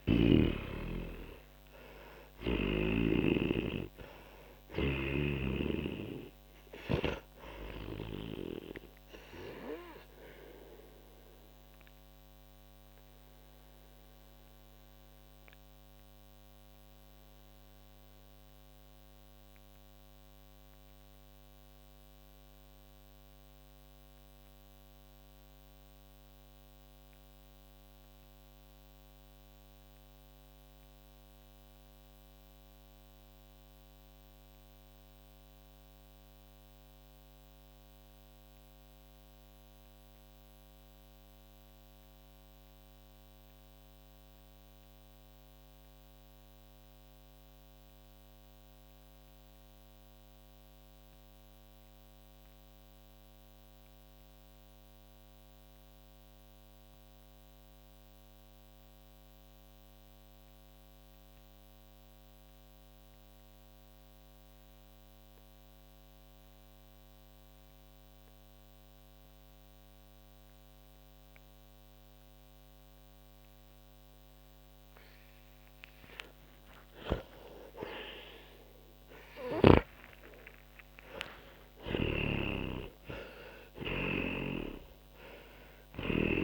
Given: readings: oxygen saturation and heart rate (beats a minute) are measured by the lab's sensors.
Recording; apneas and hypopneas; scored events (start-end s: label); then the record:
breathing in sleep by a microphone on the trachea; 1
0.00-48.00 s: oxygen desaturation (device-marked, oxygen 81% lowest, heart rate 37 extreme)
10.50-76.00 s: mixed apnea (oxygen 97% before, 78% lowest, heart rate 67 before, 37 extreme, up 15 after)
66.00-86.44 s: oxygen desaturation (device-marked, oxygen 99% before, 78% lowest, heart rate 46 before, 38 extreme)
78.00-84.00 s: arousal
82.00-86.44 s: snoring (device-marked)
From the record:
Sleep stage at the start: N2 (light sleep); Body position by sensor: on the back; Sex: male